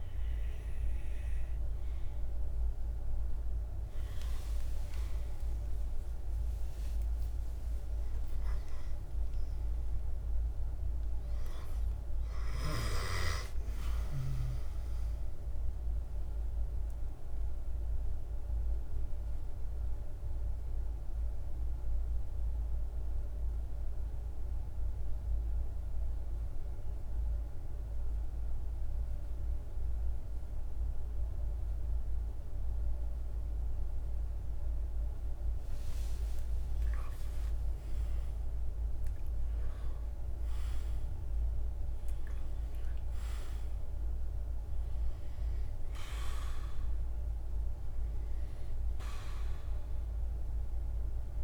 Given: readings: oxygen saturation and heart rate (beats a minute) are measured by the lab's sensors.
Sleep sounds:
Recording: breathing in sleep, hard to hear, by a room microphone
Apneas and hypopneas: 1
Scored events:
4.50-11.50 s: arousal
19.50-34.00 s: central apnea (oxygen 95% before, 92% lowest, heart rate 70 before, 53 extreme, up 15 after)
34.50-40.00 s: arousal
40.50-51.44 s: oxygen desaturation (device-marked, oxygen 98% before, 93% lowest, heart rate 60 before, 52 extreme)
From the record:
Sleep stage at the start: N2 (light sleep)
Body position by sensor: on the right side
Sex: male

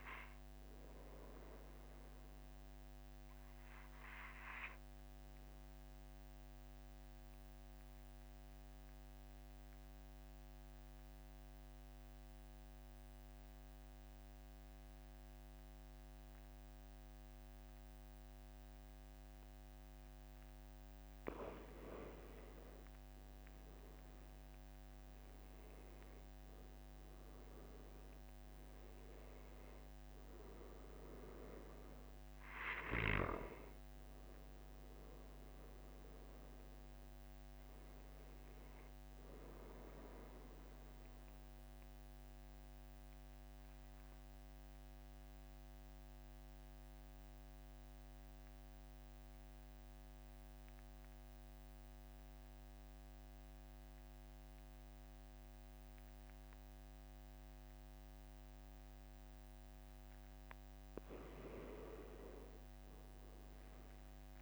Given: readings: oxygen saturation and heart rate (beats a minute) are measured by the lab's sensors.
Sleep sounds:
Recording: breathing in sleep by a microphone on the trachea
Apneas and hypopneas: 2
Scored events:
0.00-10.00 s: oxygen desaturation (device-marked, oxygen 91% lowest, heart rate 45 extreme)
4.50-21.00 s: mixed apnea (oxygen 96% before, 92% lowest, heart rate 46 before, 43 extreme, up 3 after)
22.50-28.00 s: arousal
31.00-54.00 s: oxygen desaturation (device-marked, oxygen 97% before, 93% lowest, heart rate 46 before, 43 extreme)
41.00-60.00 s: mixed apnea (oxygen 97% before, 91% lowest, heart rate 46 before, 43 extreme, up 6 after)
63.00-64.42 s: arousal
From the record:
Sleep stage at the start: N2 (light sleep)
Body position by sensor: on the back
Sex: male

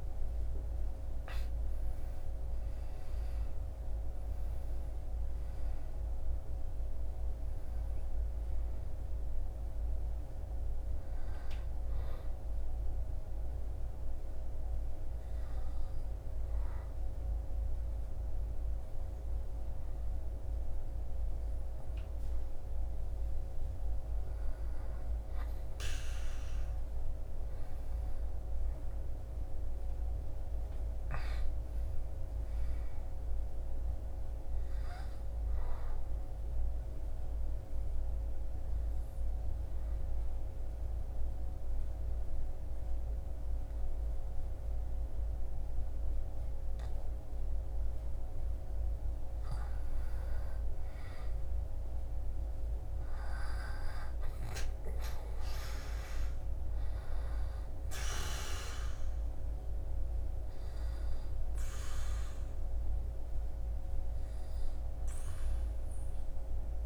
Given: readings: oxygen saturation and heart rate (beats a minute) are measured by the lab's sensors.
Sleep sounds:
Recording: breathing in sleep, hard to hear, by a room microphone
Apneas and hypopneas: 2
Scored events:
0.00-2.50 s: arousal
12.00-22.50 s: obstructive apnea (oxygen 98% before, 95% lowest, heart rate 71 before, 60 extreme, up 11 after)
25.50-29.00 s: arousal
34.50-48.00 s: obstructive apnea (oxygen 99% before, 96% lowest, heart rate 73 before, 60 extreme, up 11 after)
50.50-54.50 s: arousal
From the record:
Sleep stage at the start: N2 (light sleep)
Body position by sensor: on the back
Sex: male

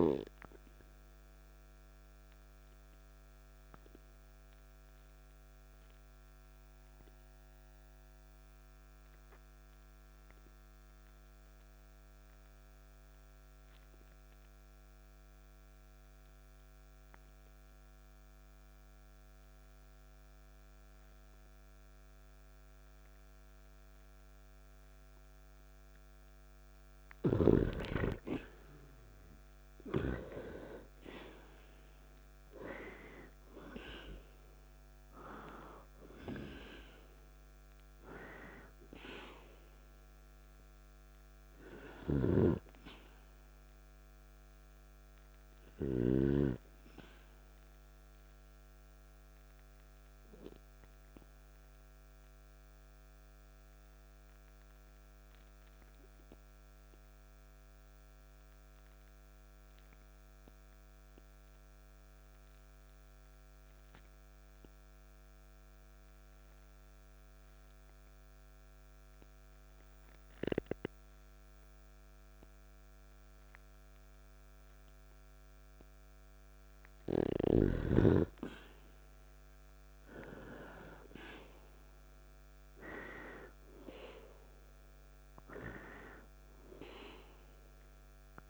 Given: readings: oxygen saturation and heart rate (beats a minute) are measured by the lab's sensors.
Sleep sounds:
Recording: breathing in sleep by a microphone on the trachea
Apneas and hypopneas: 2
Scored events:
1.00-25.50 s: obstructive apnea (oxygen 97% before, 89% lowest, heart rate 53 before, 45 extreme, up 3 after)
10.50-25.50 s: oxygen desaturation (device-marked, oxygen 97% before, 90% lowest, heart rate 54 before, 45 extreme)
28.00-32.50 s: arousal
37.50-42.50 s: oxygen desaturation (device-marked, oxygen 96% before, 92% lowest, heart rate 50 before, 52 extreme)
42.00-46.00 s: snoring (device-marked)
49.50-75.50 s: obstructive apnea (oxygen 96% before, 89% lowest, heart rate 53 before, 48 extreme, up 1 after)
56.50-72.50 s: oxygen desaturation (device-marked, oxygen 94% before, 89% lowest, heart rate 54 before, 48 extreme)
79.50-83.50 s: arousal
87.50-88.50 s: oxygen desaturation (device-marked, oxygen 98% before, 93% lowest, heart rate 51 before, 52 extreme)
From the record:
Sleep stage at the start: N2 (light sleep)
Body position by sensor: on the back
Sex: male

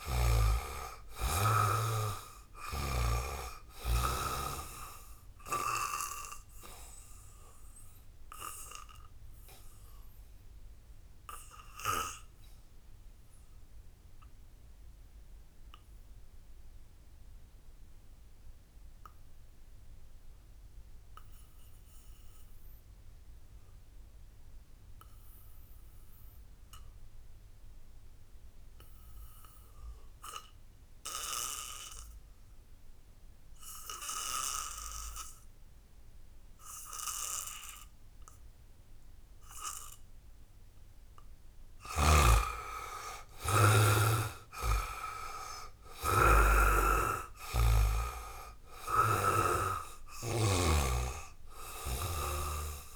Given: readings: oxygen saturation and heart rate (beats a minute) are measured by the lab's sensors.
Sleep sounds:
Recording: breathing in sleep by a room microphone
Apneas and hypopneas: 1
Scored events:
0.00-3.00 s: snoring (device-marked)
0.00-18.50 s: oxygen desaturation (device-marked, oxygen 72% lowest, heart rate 57 extreme)
6.00-40.50 s: obstructive apnea (oxygen 97% before, 72% lowest, heart rate 68 before, 57 extreme, up 13 after)
28.50-52.96 s: oxygen desaturation (device-marked, oxygen 99% before, 72% lowest, heart rate 77 before, 57 extreme)
41.50-52.00 s: snoring (device-marked)
42.00-46.00 s: arousal
From the record:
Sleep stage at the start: N2 (light sleep)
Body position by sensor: on the back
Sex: male

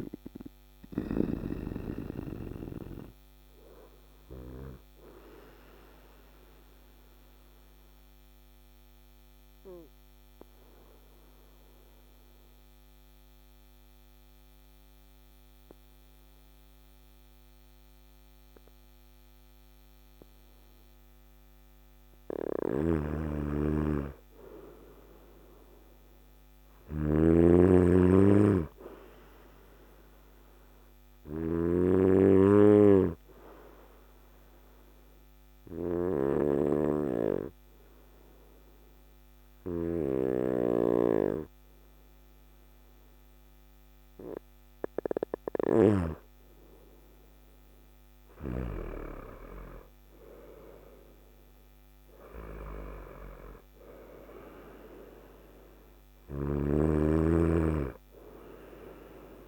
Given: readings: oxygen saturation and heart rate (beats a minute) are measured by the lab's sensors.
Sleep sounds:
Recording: breathing in sleep by a microphone on the trachea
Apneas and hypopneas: 2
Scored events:
0.00-10.00 s: oxygen desaturation (device-marked, oxygen 94% lowest, heart rate 54 extreme)
6.00-19.00 s: obstructive apnea (oxygen 97% before, 94% lowest, heart rate 61 before, 54 extreme, up 5 after)
22.00-31.00 s: snoring (device-marked)
23.00-26.50 s: arousal
31.50-44.00 s: obstructive apnea (oxygen 99% before, 95% lowest, heart rate 56 before, 56 extreme, up 6 after)
47.50-53.00 s: arousal
55.50-59.48 s: snoring (device-marked)
From the record:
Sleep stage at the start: N2 (light sleep)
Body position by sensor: on the front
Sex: male

